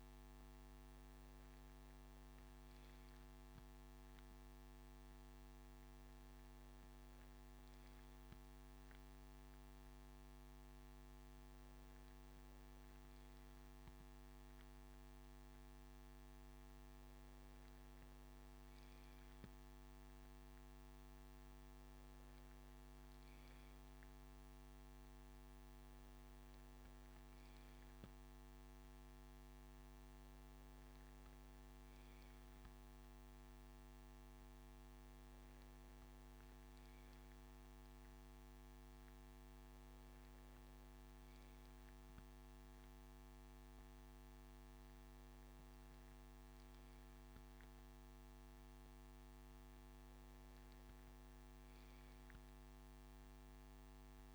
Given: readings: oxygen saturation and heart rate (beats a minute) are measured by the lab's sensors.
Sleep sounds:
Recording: breathing in sleep, hard to hear, by a microphone on the trachea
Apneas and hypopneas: none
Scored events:
none scored
From the record:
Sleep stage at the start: N2 (light sleep)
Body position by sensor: on the left side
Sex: male

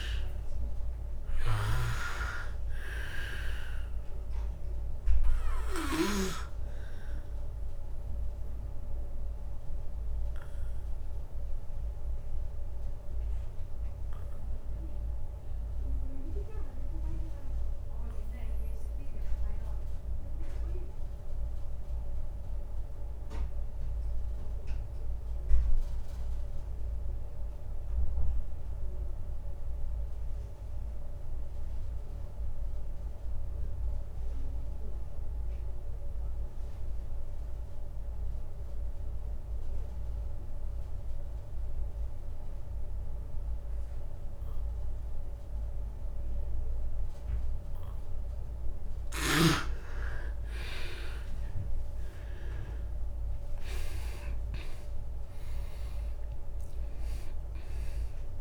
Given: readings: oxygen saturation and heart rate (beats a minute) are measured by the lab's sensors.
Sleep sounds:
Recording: breathing in sleep by a room microphone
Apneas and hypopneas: 1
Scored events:
0.00-25.00 s: oxygen desaturation (device-marked, oxygen 89% lowest, heart rate 27 extreme)
5.50-48.50 s: obstructive apnea (oxygen 100% before, 84% lowest, heart rate 60 before, 27 extreme, up 0 after)
43.00-58.41 s: oxygen desaturation (device-marked, oxygen 99% before, 84% lowest)
55.00-58.41 s: arousal
From the record:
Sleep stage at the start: N2 (light sleep)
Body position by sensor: on the back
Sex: male

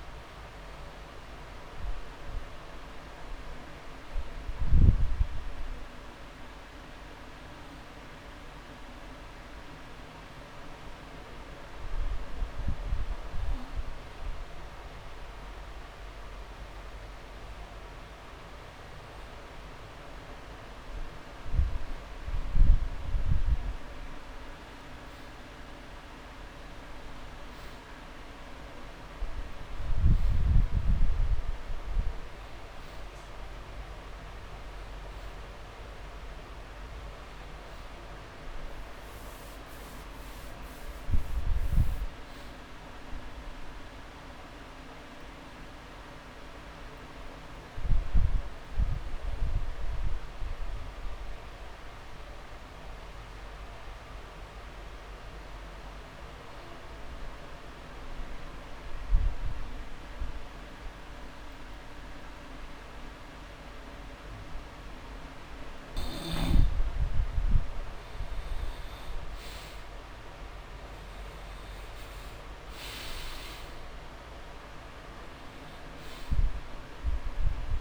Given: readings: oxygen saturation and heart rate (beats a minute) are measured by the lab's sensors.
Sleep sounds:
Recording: breathing in sleep, hard to hear, by a room microphone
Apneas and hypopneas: 2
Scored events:
0.00-11.00 s: oxygen desaturation (device-marked, oxygen 88% lowest)
5.00-18.50 s: hypopnea (oxygen 97% before, 92% lowest)
13.00-43.00 s: new sleep stage, N1 (lightest sleep)
21.50-25.00 s: arousal
29.00-46.00 s: oxygen desaturation (device-marked, oxygen 99% before, 95% lowest)
43.00-77.81 s: new sleep stage, N2 (light sleep)
50.00-67.50 s: obstructive apnea (oxygen 98% before, 88% lowest)
52.00-54.00 s: long interval between heartbeats (device-marked)
59.00-61.00 s: long interval between heartbeats (device-marked)
67.00-69.00 s: long interval between heartbeats (device-marked)
69.50-73.00 s: arousal
72.00-77.81 s: oxygen desaturation (device-marked, oxygen 97% before, 88% lowest)
From the record:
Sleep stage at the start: N2 (light sleep)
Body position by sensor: on the back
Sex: male

